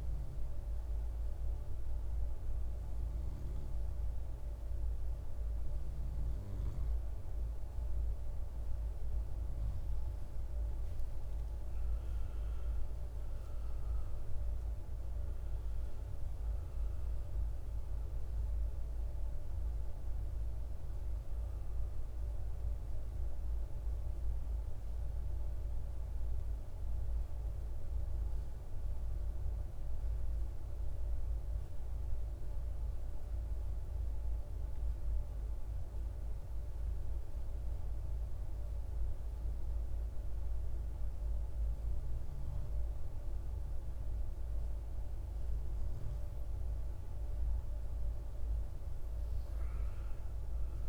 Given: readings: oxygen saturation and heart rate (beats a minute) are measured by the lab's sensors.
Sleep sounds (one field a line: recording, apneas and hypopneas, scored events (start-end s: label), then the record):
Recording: breathing in sleep, hard to hear, by a room microphone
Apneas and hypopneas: 1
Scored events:
13.50-17.50 s: arousal
28.00-42.00 s: hypopnea (oxygen 95% before, 93% lowest, heart rate 63 before, 57 extreme, up 7 after)
46.50-50.89 s: arousal
From the record:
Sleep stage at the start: N2 (light sleep)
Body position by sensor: on the right side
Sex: male